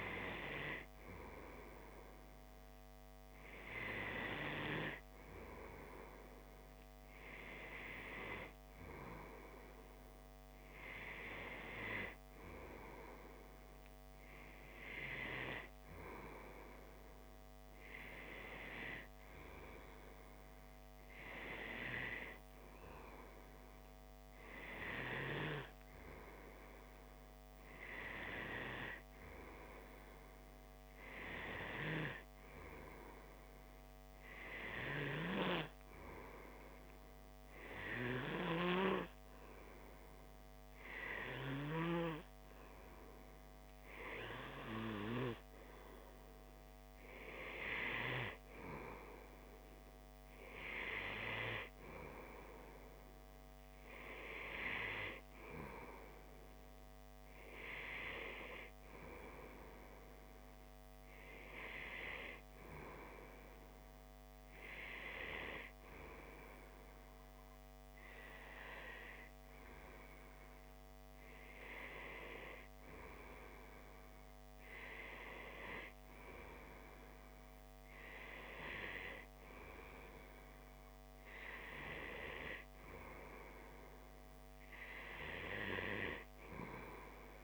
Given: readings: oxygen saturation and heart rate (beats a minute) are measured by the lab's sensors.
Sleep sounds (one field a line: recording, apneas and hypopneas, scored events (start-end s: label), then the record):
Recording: breathing in sleep by a microphone on the trachea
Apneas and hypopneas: none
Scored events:
none scored
From the record:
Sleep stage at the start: N2 (light sleep)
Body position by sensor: on the back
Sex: male